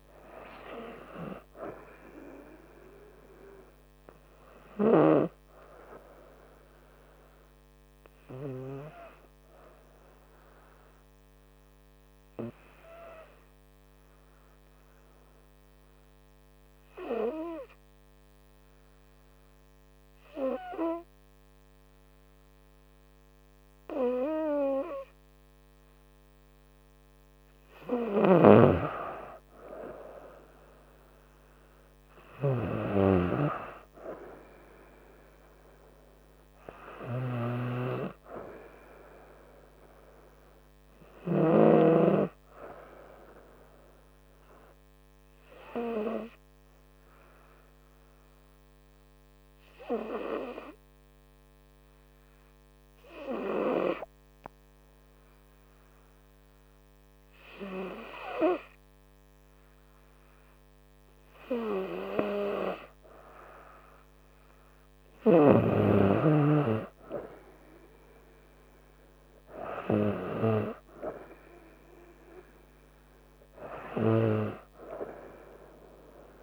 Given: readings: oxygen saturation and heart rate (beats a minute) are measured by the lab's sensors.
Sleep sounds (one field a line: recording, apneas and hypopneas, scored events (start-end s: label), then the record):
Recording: breathing in sleep by a microphone on the trachea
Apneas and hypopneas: 2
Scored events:
1.50-18.50 s: oxygen desaturation (device-marked, oxygen 97% before, 93% lowest, heart rate 68 before, 68 extreme)
11.50-27.50 s: hypopnea (oxygen 98% before, 93% lowest, heart rate 70 before, 67 extreme, up 3 after)
31.00-35.00 s: arousal
43.50-61.50 s: hypopnea (oxygen 98% before, 94% lowest, heart rate 69 before, 67 extreme, up 3 after)
64.00-68.00 s: arousal
From the record:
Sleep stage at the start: N2 (light sleep)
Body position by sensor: on the front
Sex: female